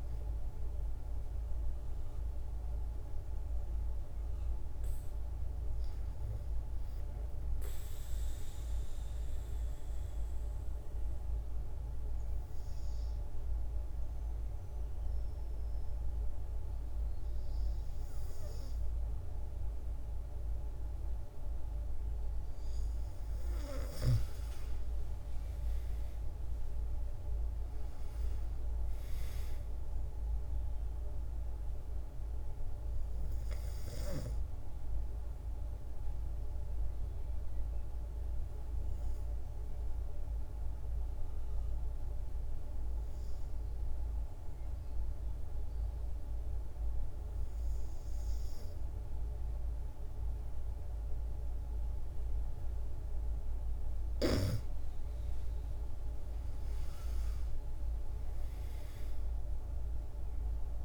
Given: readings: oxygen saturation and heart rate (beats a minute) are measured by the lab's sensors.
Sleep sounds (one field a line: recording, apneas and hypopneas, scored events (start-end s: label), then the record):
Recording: breathing in sleep, hard to hear, by a room microphone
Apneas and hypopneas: 2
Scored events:
0.00-13.50 s: oxygen desaturation (device-marked, oxygen 91% lowest)
8.00-22.00 s: obstructive apnea (oxygen 96% before, 91% lowest, heart rate 126 before, 73 extreme)
25.00-28.00 s: arousal
25.50-47.50 s: oxygen desaturation (device-marked, oxygen 98% before, 93% lowest, heart rate 110 before, 74 extreme)
35.00-52.50 s: obstructive apnea (oxygen 98% before, 92% lowest, heart rate 123 before, 76 extreme, up 17 after)
54.50-58.00 s: arousal
55.50-60.85 s: oxygen desaturation (device-marked, oxygen 97% before, 92% lowest)
From the record:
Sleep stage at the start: N2 (light sleep)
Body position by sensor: on the back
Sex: female